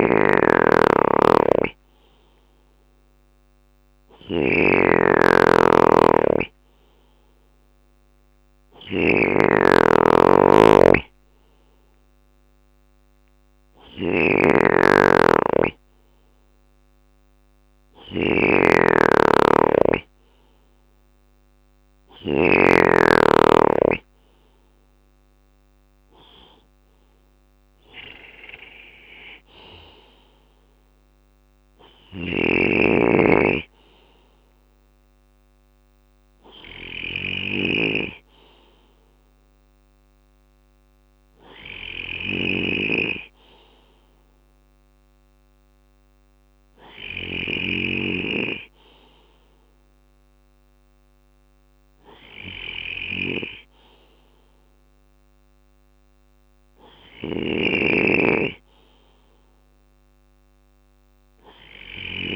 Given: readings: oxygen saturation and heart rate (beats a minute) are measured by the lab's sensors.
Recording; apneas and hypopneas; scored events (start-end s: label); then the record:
breathing in sleep by a microphone on the trachea; none
0.00-8.50 s: bradycardia (device-marked, heart rate 58 extreme)
0.00-21.50 s: snoring (device-marked)
16.50-18.50 s: bradycardia (device-marked, heart rate 52 before, 60 extreme)
20.50-22.50 s: bradycardia (device-marked, heart rate 52 before, 59 extreme)
25.50-37.50 s: drop in pulse transit time (device-marked, heart rate 59 before, 54 extreme)
31.00-62.36 s: snoring (device-marked)
31.50-42.50 s: bradycardia (device-marked, heart rate 52 before, 54 extreme)
From the record:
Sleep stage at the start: N2 (light sleep); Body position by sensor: on the left side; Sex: male